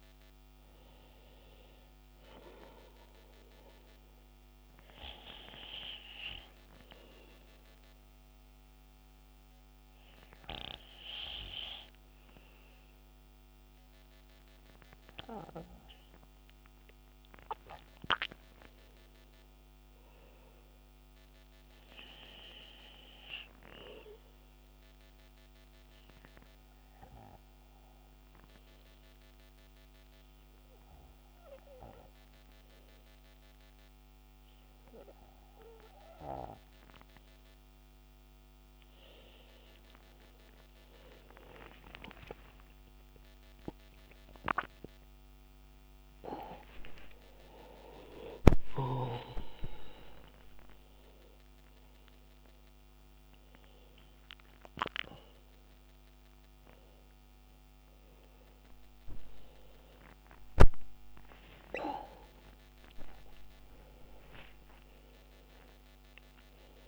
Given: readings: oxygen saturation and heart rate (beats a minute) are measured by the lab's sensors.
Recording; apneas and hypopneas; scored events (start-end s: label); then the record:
a person partly awake in a sleep study, by a microphone on the trachea; 2
6.00-16.50 s: obstructive apnea (oxygen 98% before, 95% lowest, heart rate 74 before, 61 extreme, up 11 after)
17.50-20.50 s: arousal
23.00-36.50 s: obstructive apnea (oxygen 98% before, 95% lowest, heart rate 69 before, 61 extreme)
38.50-48.50 s: tachycardia (device-marked, heart rate 69 before, 166 extreme)
41.50-43.50 s: long interval between heartbeats (device-marked, heart rate 67 before, 107 extreme)
41.50-66.88 s: new sleep stage, awake
45.50-47.50 s: long interval between heartbeats (device-marked, heart rate 80 before, 158 extreme)
57.50-63.50 s: tachycardia (device-marked, heart rate 71 before, 113 extreme)
62.50-64.50 s: long interval between heartbeats (device-marked, heart rate 116 before, 113 extreme)
From the record:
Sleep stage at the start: N2 (light sleep); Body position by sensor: on the back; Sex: male